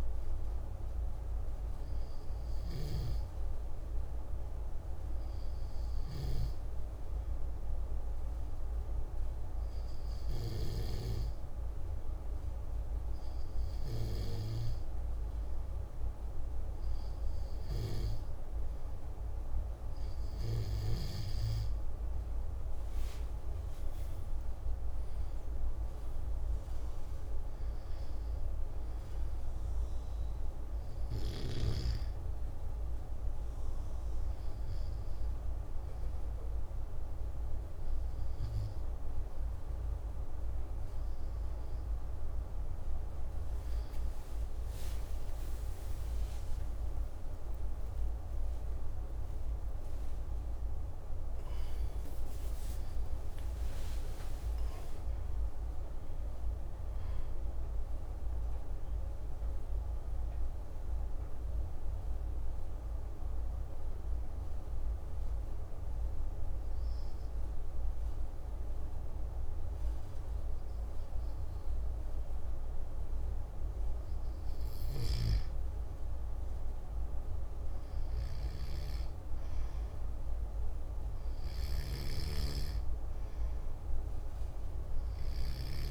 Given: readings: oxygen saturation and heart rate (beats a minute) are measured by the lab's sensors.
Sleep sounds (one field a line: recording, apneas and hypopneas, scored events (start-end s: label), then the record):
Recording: breathing in sleep, hard to hear, by a room microphone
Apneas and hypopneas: 1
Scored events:
22.50-27.50 s: arousal
48.50-54.50 s: arousal
62.50-73.50 s: obstructive apnea (oxygen 96% before, 94% lowest)
76.00-80.50 s: arousal
83.00-85.90 s: oxygen desaturation (device-marked, oxygen 97% before, 94% lowest, heart rate 54 before, 25 extreme)
From the record:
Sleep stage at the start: N2 (light sleep)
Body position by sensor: on the back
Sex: male